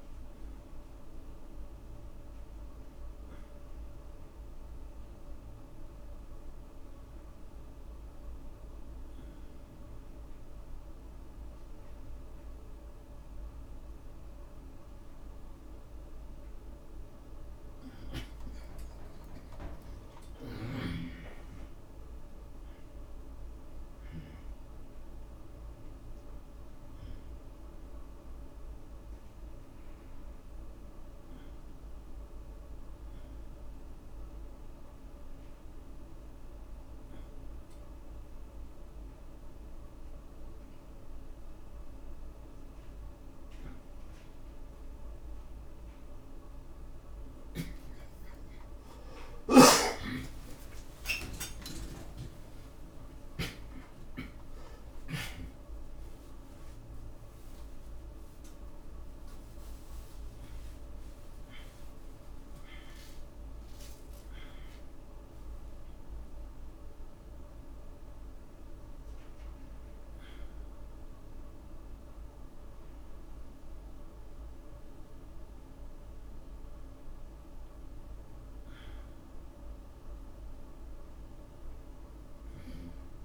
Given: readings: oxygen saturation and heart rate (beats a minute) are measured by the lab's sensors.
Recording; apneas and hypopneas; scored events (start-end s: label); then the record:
a person awake in a sleep study, by a room microphone; 1
4.00-19.00 s: oxygen desaturation (device-marked, oxygen 95% before, 91% lowest, heart rate 67 before, 66 extreme)
28.00-39.00 s: oxygen desaturation (device-marked, oxygen 93% before, 89% lowest, heart rate 71 before, 64 extreme)
29.50-44.50 s: hypopnea (oxygen 95% before, 88% lowest, heart rate 71 before, 64 extreme, up 58 after)
53.00-72.00 s: oxygen desaturation (device-marked, oxygen 96% before, 88% lowest, heart rate 84 before, 63 extreme)
From the record:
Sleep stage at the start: awake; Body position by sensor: upright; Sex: male